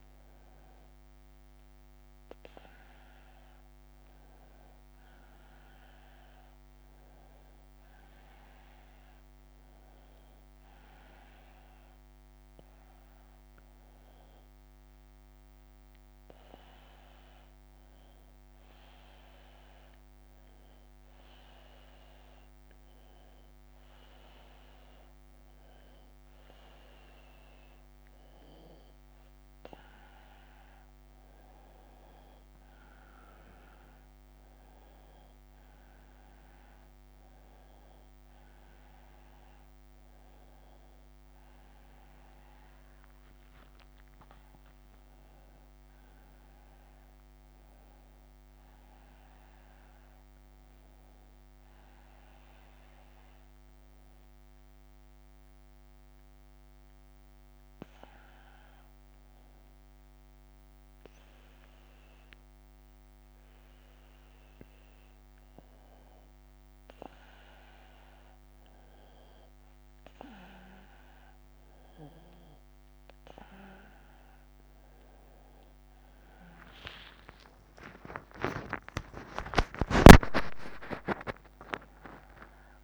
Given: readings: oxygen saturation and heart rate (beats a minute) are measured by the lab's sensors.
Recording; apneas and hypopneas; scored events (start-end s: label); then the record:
breathing in sleep by a microphone on the trachea; 2
8.50-19.00 s: hypopnea (oxygen 97% before, 90% lowest)
20.50-23.50 s: arousal
33.00-43.00 s: oxygen desaturation (device-marked, oxygen 94% before, 90% lowest)
44.00-49.00 s: arousal
55.50-67.00 s: hypopnea (oxygen 94% before, 90% lowest)
74.00-80.00 s: arousal
80.00-82.84 s: oxygen desaturation (device-marked, oxygen 95% before, 90% lowest)
From the record:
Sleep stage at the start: N1 (lightest sleep); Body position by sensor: on the right side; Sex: male